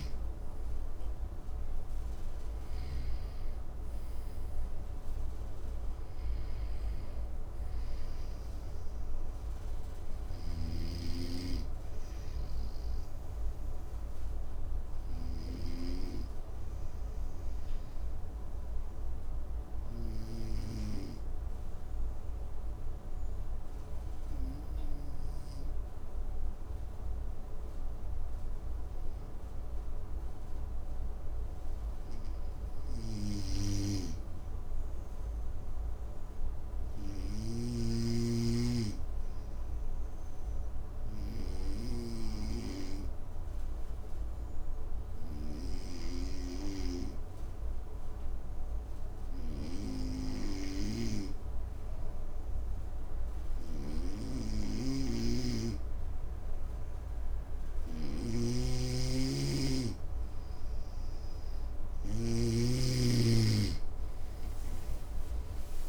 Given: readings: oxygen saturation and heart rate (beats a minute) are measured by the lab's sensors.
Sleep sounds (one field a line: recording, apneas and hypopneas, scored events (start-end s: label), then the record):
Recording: breathing in sleep by a room microphone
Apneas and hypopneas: 2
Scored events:
0.00-2.50 s: snoring (device-marked)
0.00-3.50 s: arousal
0.00-11.00 s: oxygen desaturation (device-marked, oxygen 97% before, 93% lowest, heart rate 57 before, 55 extreme)
9.50-15.00 s: snoring (device-marked)
13.50-31.00 s: obstructive apnea (oxygen 97% before, 92% lowest, heart rate 62 before, 55 extreme, up 2 after)
33.00-36.50 s: arousal
33.00-37.00 s: snoring (device-marked)
39.50-58.50 s: obstructive apnea (oxygen 98% before, 92% lowest, heart rate 56 before, 58 extreme, up 6 after)
41.00-64.00 s: oxygen desaturation (device-marked, oxygen 98% before, 94% lowest, heart rate 56 before, 58 extreme)
54.00-62.00 s: snoring (device-marked)
63.50-65.89 s: arousal
From the record:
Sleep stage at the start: N2 (light sleep)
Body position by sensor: on the right side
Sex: male